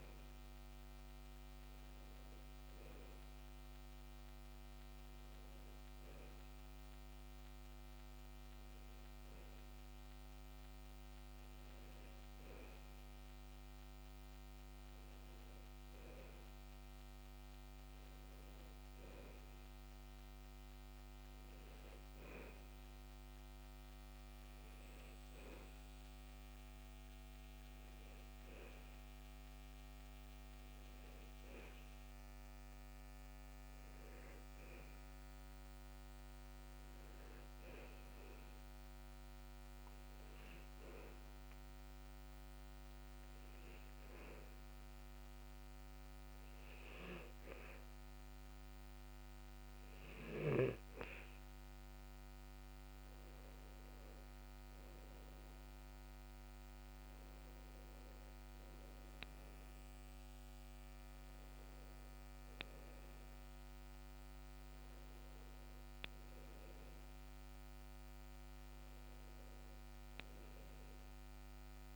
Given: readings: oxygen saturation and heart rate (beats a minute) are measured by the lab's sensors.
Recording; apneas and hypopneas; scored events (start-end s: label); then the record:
a person partly awake in a sleep study, hard to hear, by a microphone on the trachea; none
13.00-71.96 s: new sleep stage, N1 (lightest sleep)
From the record:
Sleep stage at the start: awake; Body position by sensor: on the back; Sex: male